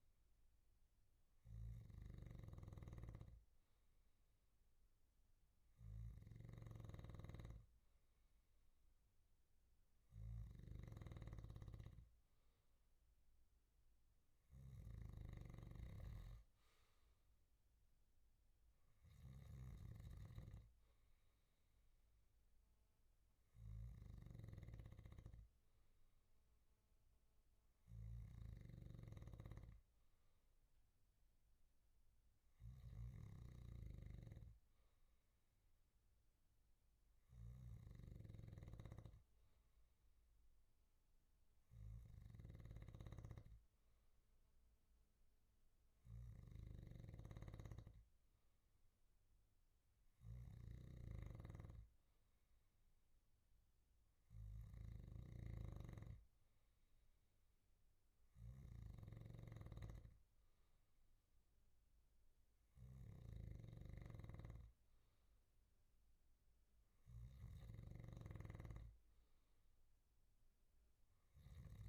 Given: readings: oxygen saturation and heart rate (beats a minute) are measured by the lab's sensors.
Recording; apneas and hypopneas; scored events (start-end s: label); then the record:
breathing in sleep by a room microphone; none
0.00-71.89 s: snoring (device-marked)
From the record:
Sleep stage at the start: N2 (light sleep); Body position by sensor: on the back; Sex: male